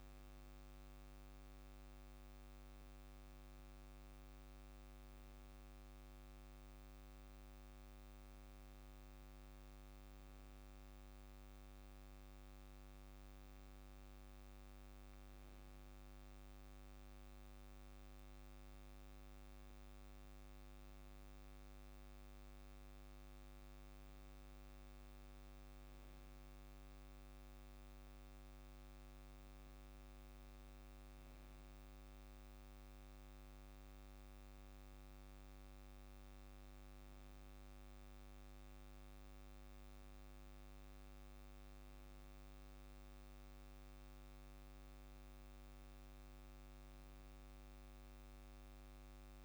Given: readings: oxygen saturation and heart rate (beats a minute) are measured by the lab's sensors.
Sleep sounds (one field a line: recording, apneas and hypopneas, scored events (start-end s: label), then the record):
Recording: breathing in sleep, hard to hear, by a microphone on the trachea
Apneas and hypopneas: none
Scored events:
13.50-15.50 s: long interval between heartbeats (device-marked, heart rate 49 before, 54 extreme)
17.00-19.00 s: long interval between heartbeats (device-marked, heart rate 50 before, 46 extreme)
39.50-41.50 s: long interval between heartbeats (device-marked, heart rate 50 before, 56 extreme)
43.50-45.50 s: long interval between heartbeats (device-marked, heart rate 53 before, 48 extreme)
From the record:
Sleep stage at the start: N2 (light sleep)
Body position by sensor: on the back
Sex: male